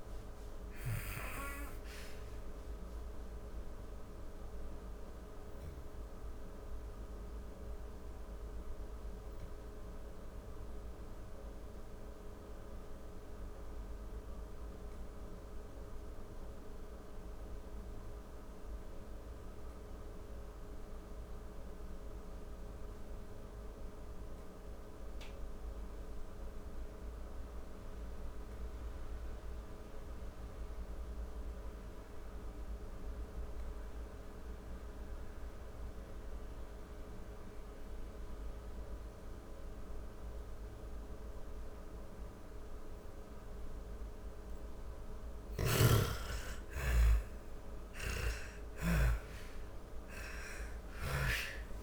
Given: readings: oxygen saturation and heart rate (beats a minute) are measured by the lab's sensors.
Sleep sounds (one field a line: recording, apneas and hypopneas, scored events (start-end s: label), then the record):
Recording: breathing in sleep by a room microphone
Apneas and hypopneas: 1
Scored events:
0.00-20.00 s: oxygen desaturation (device-marked, oxygen 86% lowest, heart rate 38 extreme)
7.00-41.50 s: obstructive apnea (oxygen 97% before, 76% lowest, heart rate 107 before, 38 extreme, up 58 after)
33.00-51.83 s: oxygen desaturation (device-marked, oxygen 99% before, 76% lowest, heart rate 54 before, 57 extreme)
43.50-51.83 s: snoring (device-marked)
46.50-51.83 s: arousal
From the record:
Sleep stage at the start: N2 (light sleep)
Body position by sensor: on the back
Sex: female